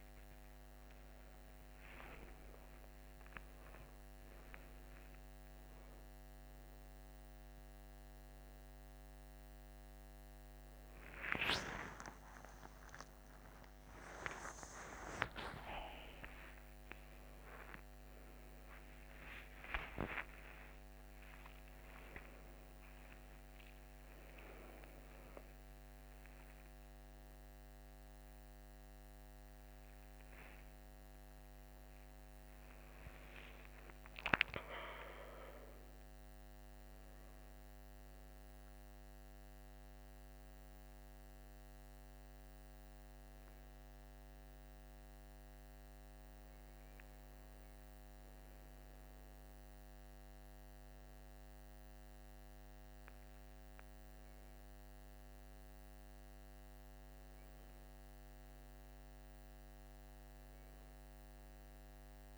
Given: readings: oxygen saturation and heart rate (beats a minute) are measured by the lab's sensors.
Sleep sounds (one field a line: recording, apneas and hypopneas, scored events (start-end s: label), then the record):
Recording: a person awake in a sleep study, by a microphone on the trachea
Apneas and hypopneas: none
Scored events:
12.00-16.00 s: tachycardia (device-marked, heart rate 58 before, 107 extreme)
38.00-62.38 s: new sleep stage, N1 (lightest sleep)
From the record:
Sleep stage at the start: awake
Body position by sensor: on the right side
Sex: male